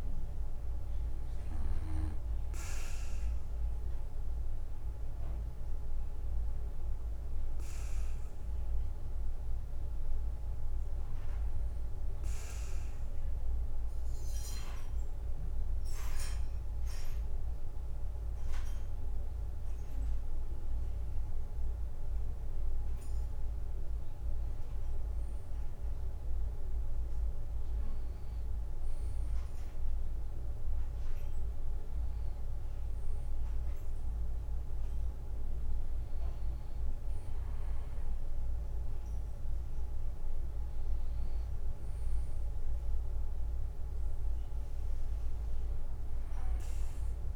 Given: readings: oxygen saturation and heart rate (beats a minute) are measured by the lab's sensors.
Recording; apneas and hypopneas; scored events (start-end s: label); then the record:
breathing in sleep, hard to hear, by a room microphone; 1
0.00-2.00 s: snoring (device-marked)
7.50-19.50 s: hypopnea (oxygen 94% before, 93% lowest, heart rate 74 before, 71 extreme, up 2 after)
22.00-25.00 s: arousal
From the record:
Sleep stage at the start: N2 (light sleep); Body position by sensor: on the back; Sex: male